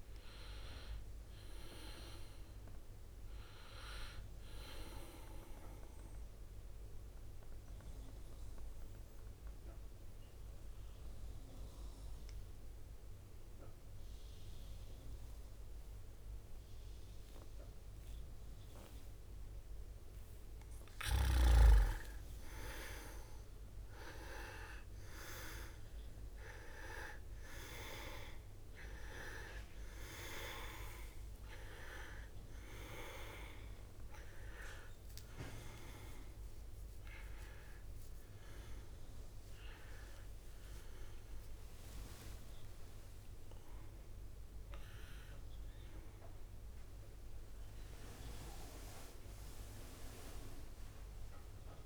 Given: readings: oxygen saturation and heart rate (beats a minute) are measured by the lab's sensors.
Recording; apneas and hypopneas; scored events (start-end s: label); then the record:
breathing in sleep by a room microphone; 1
0.00-4.00 s: drop in pulse transit time (device-marked, heart rate 70 extreme)
6.50-20.00 s: mixed apnea (oxygen 98% before, 94% lowest, heart rate 74 before, 51 extreme, up 6 after)
23.50-29.00 s: arousal
35.00-51.86 s: oxygen desaturation (device-marked, oxygen 98% before, 94% lowest, heart rate 55 before, 52 extreme)
41.00-42.50 s: leg movement (device-marked)
42.00-51.86 s: drop in pulse transit time (device-marked, heart rate 59 before, 59 extreme)
46.50-51.50 s: leg movement (device-marked)
From the record:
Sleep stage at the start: N2 (light sleep); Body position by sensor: on the back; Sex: male